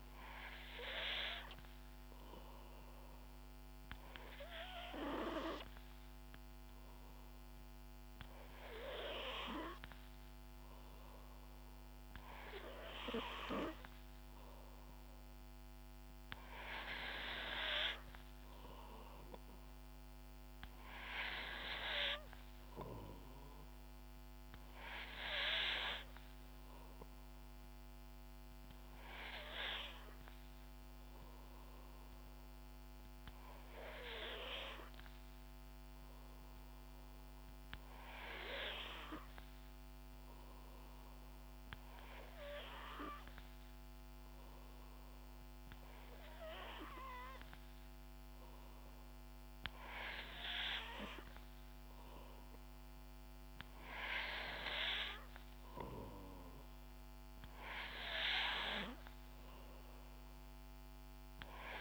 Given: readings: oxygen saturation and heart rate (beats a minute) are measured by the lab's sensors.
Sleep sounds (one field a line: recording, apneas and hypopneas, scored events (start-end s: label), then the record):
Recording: breathing in sleep by a microphone on the trachea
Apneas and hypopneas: none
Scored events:
none scored
From the record:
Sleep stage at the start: N3 (deep sleep)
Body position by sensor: on the back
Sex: female